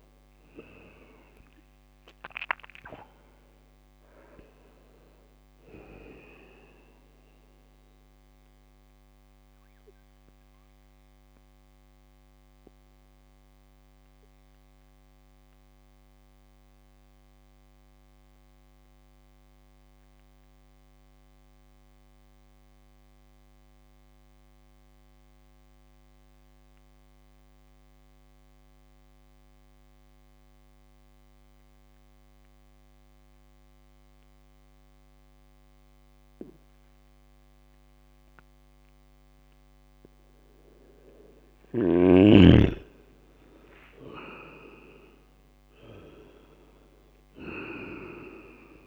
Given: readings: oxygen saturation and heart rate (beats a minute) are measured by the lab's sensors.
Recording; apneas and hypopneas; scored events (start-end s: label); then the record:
breathing in sleep by a microphone on the trachea; 1
0.00-1.50 s: arousal
0.00-9.00 s: oxygen desaturation (device-marked, oxygen 95% lowest)
8.50-39.50 s: obstructive apnea (oxygen 100% before, 95% lowest)
42.00-45.00 s: arousal
From the record:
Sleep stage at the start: N2 (light sleep); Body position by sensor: on the right side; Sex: male